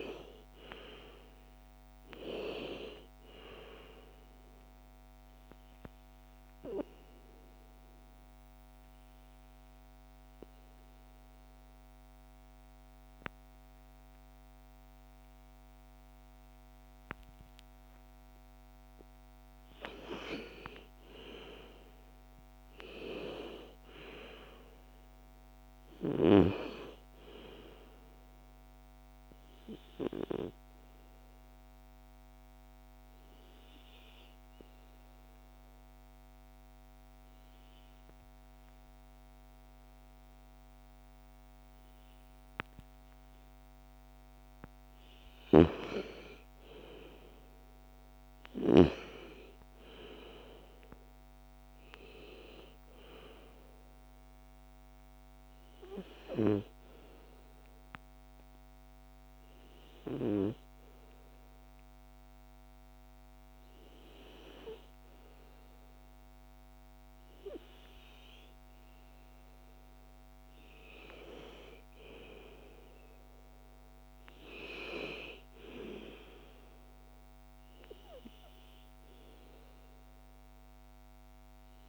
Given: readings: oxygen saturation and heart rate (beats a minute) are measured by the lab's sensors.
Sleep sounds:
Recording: breathing in sleep by a microphone on the trachea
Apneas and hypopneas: 3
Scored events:
0.00-1.00 s: arousal
2.00-18.00 s: oxygen desaturation (device-marked, oxygen 96% before, 90% lowest, heart rate 68 before, 53 extreme)
6.00-18.50 s: obstructive apnea (oxygen 97% before, 90% lowest, heart rate 72 before, 53 extreme, up 30 after)
20.00-23.50 s: arousal
26.00-39.00 s: oxygen desaturation (device-marked, oxygen 97% before, 92% lowest, heart rate 66 before, 53 extreme)
29.00-42.50 s: obstructive apnea (oxygen 97% before, 92% lowest, heart rate 68 before, 53 extreme, up 37 after)
44.50-49.00 s: arousal
51.00-63.00 s: oxygen desaturation (device-marked, oxygen 98% before, 92% lowest, heart rate 64 before, 57 extreme)
55.00-68.00 s: obstructive apnea (oxygen 98% before, 92% lowest, heart rate 67 before, 57 extreme, up 31 after)
70.50-73.50 s: arousal
From the record:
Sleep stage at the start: N2 (light sleep)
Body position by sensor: on the back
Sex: female

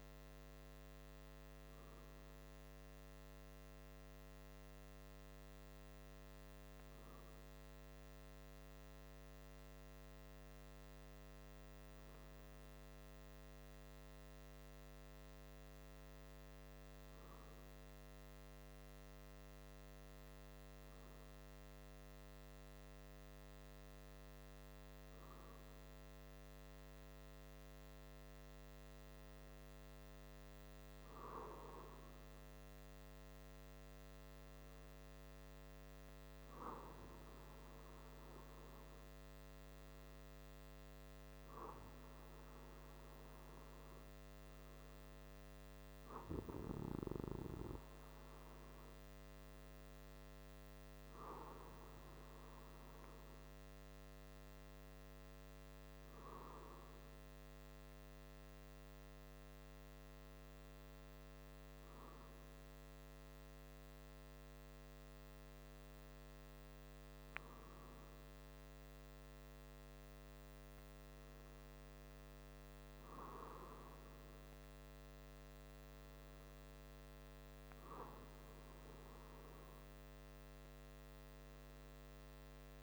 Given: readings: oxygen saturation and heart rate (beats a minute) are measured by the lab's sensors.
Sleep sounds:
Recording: breathing in sleep, hard to hear, by a microphone on the trachea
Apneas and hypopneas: none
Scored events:
none scored
From the record:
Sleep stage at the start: N2 (light sleep)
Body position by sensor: on the back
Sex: male

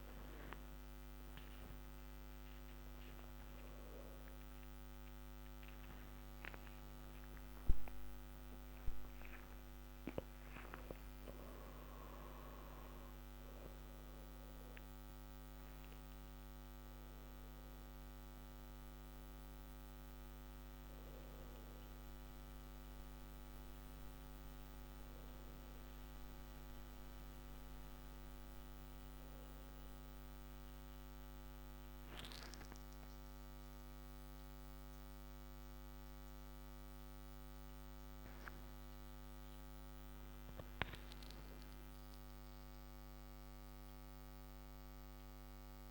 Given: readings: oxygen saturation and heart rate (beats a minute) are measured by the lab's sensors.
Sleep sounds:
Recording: breathing in sleep, hard to hear, by a microphone on the trachea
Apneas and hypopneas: none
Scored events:
none scored
From the record:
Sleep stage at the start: N1 (lightest sleep)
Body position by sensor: upright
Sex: male

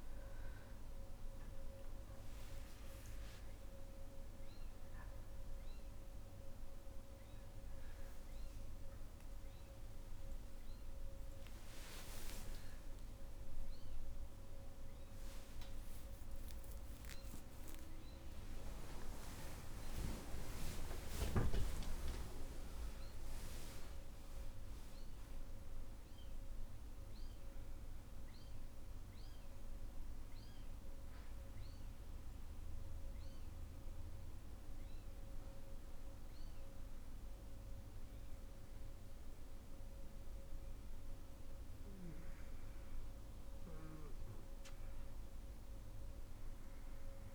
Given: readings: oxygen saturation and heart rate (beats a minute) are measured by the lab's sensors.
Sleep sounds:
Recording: a person awake in a sleep study, by a room microphone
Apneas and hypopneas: none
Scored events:
25.50-47.35 s: new sleep stage, N1 (lightest sleep)
From the record:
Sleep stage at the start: awake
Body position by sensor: on the back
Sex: female

